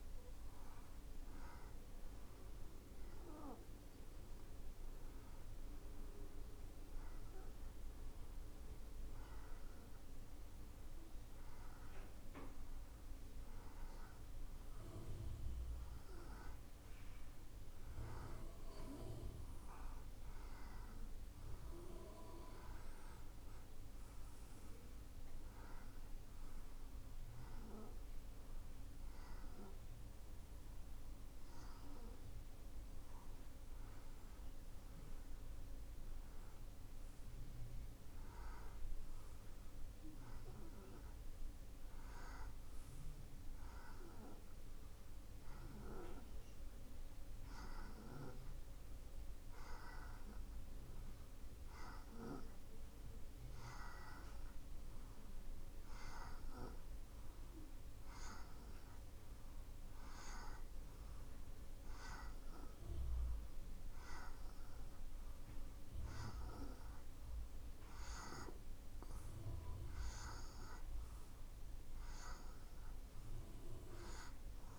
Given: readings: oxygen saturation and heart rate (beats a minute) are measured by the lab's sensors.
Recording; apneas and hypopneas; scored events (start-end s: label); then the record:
breathing in sleep by a room microphone; 1
0.00-14.50 s: oxygen desaturation (device-marked, oxygen 90% lowest)
0.50-15.00 s: hypopnea (oxygen 95% before, 90% lowest)
17.00-21.50 s: arousal
From the record:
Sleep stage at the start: N2 (light sleep); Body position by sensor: on the right side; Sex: male